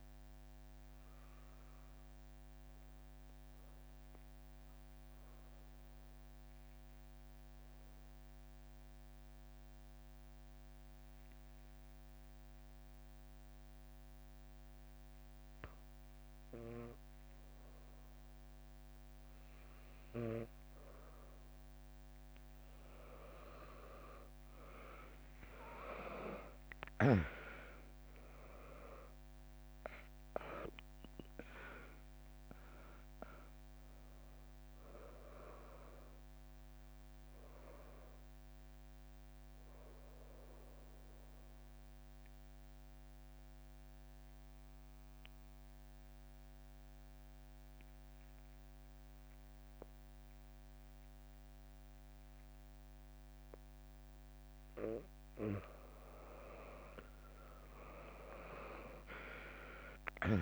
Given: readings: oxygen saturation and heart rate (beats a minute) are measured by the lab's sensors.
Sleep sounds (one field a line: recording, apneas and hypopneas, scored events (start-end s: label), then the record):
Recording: breathing in sleep by a microphone on the trachea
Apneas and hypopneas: 2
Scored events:
0.00-2.00 s: drop in pulse transit time (device-marked, heart rate 62 extreme)
0.00-17.00 s: oxygen desaturation (device-marked, oxygen 94% lowest, heart rate 59 extreme)
1.00-19.50 s: mixed apnea (oxygen 99% before, 94% lowest, heart rate 67 before, 59 extreme)
19.00-21.00 s: bradycardia (device-marked, heart rate 65 before, 65 extreme)
24.50-30.00 s: arousal
27.00-38.00 s: drop in pulse transit time (device-marked, heart rate 68 before, 60 extreme)
32.00-51.00 s: oxygen desaturation (device-marked, oxygen 99% before, 95% lowest, heart rate 66 before, 62 extreme)
39.00-55.50 s: mixed apnea (oxygen 100% before, 94% lowest, heart rate 64 before, 62 extreme)
57.50-60.42 s: arousal
From the record:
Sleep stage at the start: N2 (light sleep)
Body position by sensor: on the back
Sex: female